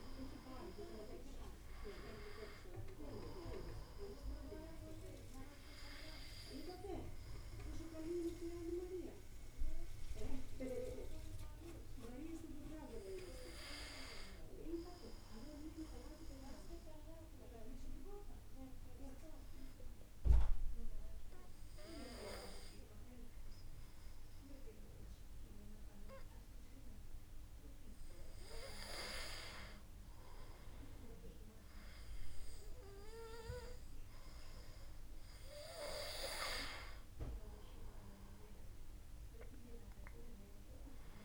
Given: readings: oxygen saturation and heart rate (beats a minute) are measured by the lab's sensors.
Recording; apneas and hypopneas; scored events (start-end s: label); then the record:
breathing in sleep by a room microphone; 1
16.00-28.00 s: obstructive apnea (oxygen 96% before, 93% lowest, heart rate 68 before, 35 extreme, up 41 after)
35.50-40.50 s: arousal
From the record:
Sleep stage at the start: N2 (light sleep); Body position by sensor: on the back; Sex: male